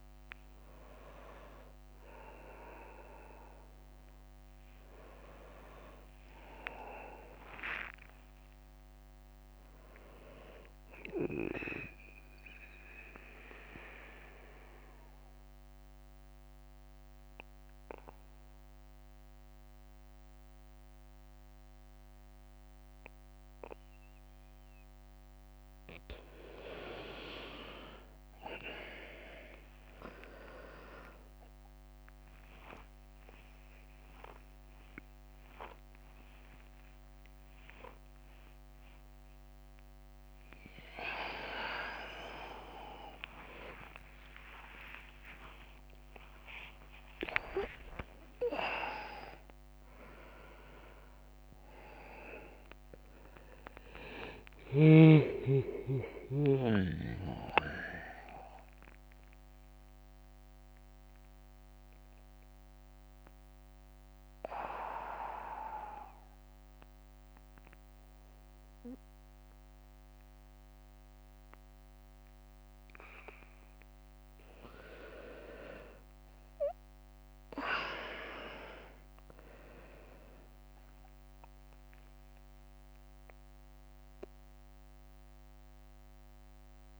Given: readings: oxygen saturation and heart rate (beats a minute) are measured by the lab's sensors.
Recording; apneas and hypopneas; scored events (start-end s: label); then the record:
a person partly awake in a sleep study, by a microphone on the trachea; 2
0.00-7.50 s: oxygen desaturation (device-marked, oxygen 93% lowest, heart rate 59 extreme)
5.50-10.00 s: arousal
7.50-18.50 s: drop in pulse transit time (device-marked, heart rate 64 before, 59 extreme)
11.50-25.50 s: mixed apnea (oxygen 98% before, 89% lowest, heart rate 64 before, 59 extreme, up 9 after)
13.00-14.00 s: leg movement (device-marked)
13.50-18.50 s: bradycardia (device-marked, heart rate 66 before, 59 extreme)
23.50-53.50 s: new sleep stage, awake
26.50-48.50 s: oxygen desaturation (device-marked, oxygen 96% before, 90% lowest, heart rate 62 before, 64 extreme)
28.50-30.00 s: leg movement (device-marked)
31.50-39.50 s: drop in pulse transit time (device-marked, heart rate 61 before, 66 extreme)
32.50-36.50 s: leg movement (device-marked)
41.50-48.50 s: tachycardia (device-marked, heart rate 67 before, 136 extreme)
43.50-45.50 s: long interval between heartbeats (device-marked, heart rate 65 before, 94 extreme)
45.50-47.50 s: long interval between heartbeats (device-marked, heart rate 70 before, 121 extreme)
50.50-76.50 s: oxygen desaturation (device-marked, oxygen 93% before, 89% lowest, heart rate 87 before, 56 extreme)
52.50-68.50 s: drop in pulse transit time (device-marked, heart rate 90 before, 68 extreme)
53.50-87.00 s: new sleep stage, N2 (light sleep)
59.00-74.00 s: central apnea (oxygen 95% before, 89% lowest, heart rate 94 before, 56 extreme, up 6 after)
70.50-75.50 s: bradycardia (device-marked, heart rate 68 before, 58 extreme)
74.50-76.00 s: leg movement (device-marked)
77.00-82.00 s: arousal
79.50-84.50 s: leg movement (device-marked)
85.50-87.00 s: bradycardia (device-marked, heart rate 68 before, 56 extreme)
85.50-87.00 s: drop in pulse transit time (device-marked, heart rate 64 before, 56 extreme)
85.50-87.00 s: oxygen desaturation (device-marked, oxygen 99% before, 91% lowest, heart rate 64 before, 56 extreme)
From the record:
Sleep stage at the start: N2 (light sleep); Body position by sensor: on the right side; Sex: male